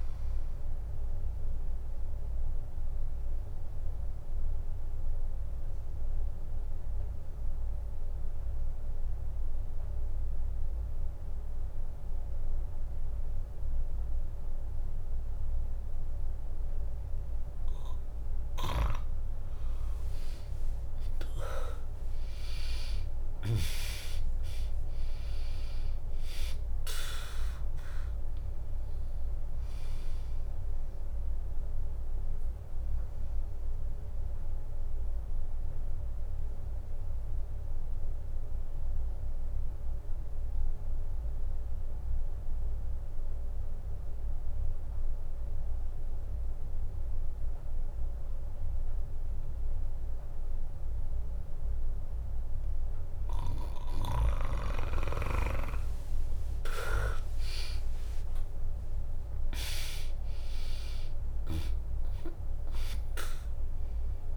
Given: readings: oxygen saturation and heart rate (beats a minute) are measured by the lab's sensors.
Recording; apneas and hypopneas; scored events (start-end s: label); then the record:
breathing in sleep by a room microphone; 2
0.00-2.00 s: drop in pulse transit time (device-marked, heart rate 61 extreme)
0.00-16.00 s: oxygen desaturation (device-marked, oxygen 95% lowest, heart rate 60 extreme)
2.50-16.00 s: obstructive apnea (oxygen 100% before, 95% lowest, heart rate 70 before, 60 extreme)
19.50-24.00 s: arousal
21.00-32.00 s: drop in pulse transit time (device-marked, heart rate 70 before, 62 extreme)
32.00-54.00 s: obstructive apnea (oxygen 100% before, 95% lowest, heart rate 65 before, 61 extreme, up 3 after)
56.00-60.00 s: arousal
57.00-64.37 s: drop in pulse transit time (device-marked, heart rate 65 before, 61 extreme)
59.00-64.37 s: oxygen desaturation (device-marked, oxygen 99% before, 95% lowest, heart rate 64 before, 58 extreme)
From the record:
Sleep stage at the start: N2 (light sleep); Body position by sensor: on the back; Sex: female